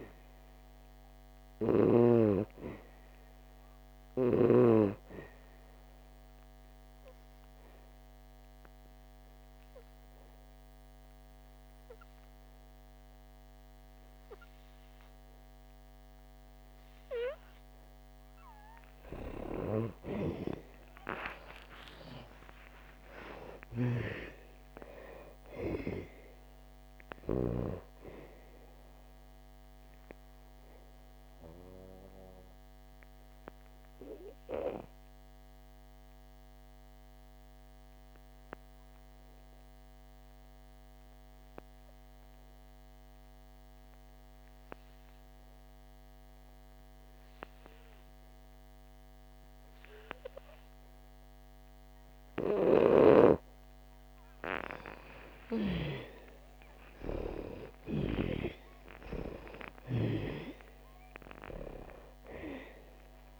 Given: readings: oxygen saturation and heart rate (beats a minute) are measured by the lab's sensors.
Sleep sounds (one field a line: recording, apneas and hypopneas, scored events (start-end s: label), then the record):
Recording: breathing in sleep by a microphone on the trachea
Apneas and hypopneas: 2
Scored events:
0.00-3.50 s: oxygen desaturation (device-marked, oxygen 84% lowest, heart rate 57 extreme)
0.00-4.50 s: arousal
7.00-19.00 s: obstructive apnea (oxygen 98% before, 84% lowest, heart rate 64 before, 57 extreme, up 22 after)
16.50-51.50 s: oxygen desaturation (device-marked, oxygen 98% before, 85% lowest, heart rate 71 before, 57 extreme)
20.00-24.00 s: arousal
30.00-53.50 s: obstructive apnea (oxygen 98% before, 83% lowest, heart rate 74 before, 57 extreme, up 21 after)
53.00-58.50 s: snoring (device-marked)
53.50-63.40 s: oxygen desaturation (device-marked, oxygen 98% before, 83% lowest, heart rate 73 before, 48 extreme)
54.50-58.50 s: arousal
From the record:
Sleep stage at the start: N2 (light sleep)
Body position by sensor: on the back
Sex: female